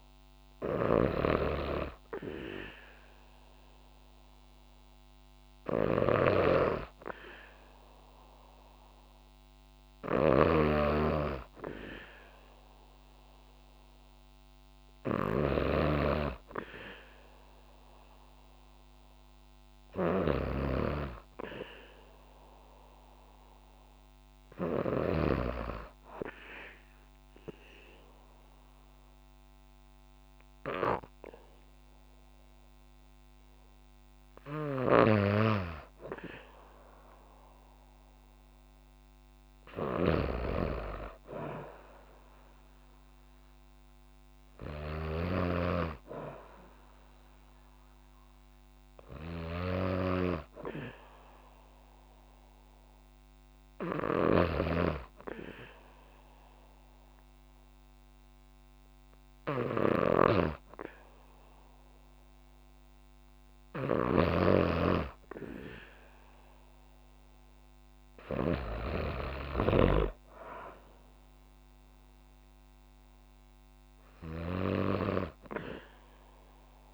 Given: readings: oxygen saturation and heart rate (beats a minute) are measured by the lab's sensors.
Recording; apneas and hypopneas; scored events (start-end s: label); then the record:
breathing in sleep by a microphone on the trachea; 2
9.50-25.00 s: snoring (device-marked)
25.00-35.50 s: obstructive apnea (oxygen 96% before, 94% lowest, heart rate 63 before, 57 extreme, up 1 after)
34.00-45.00 s: snoring (device-marked)
38.50-43.00 s: arousal
50.00-62.50 s: hypopnea (oxygen 97% before, 94% lowest, heart rate 61 before, 57 extreme, up 4 after)
53.50-64.00 s: snoring (device-marked)
64.50-68.50 s: arousal
From the record:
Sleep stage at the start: N2 (light sleep); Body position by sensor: on the back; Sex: female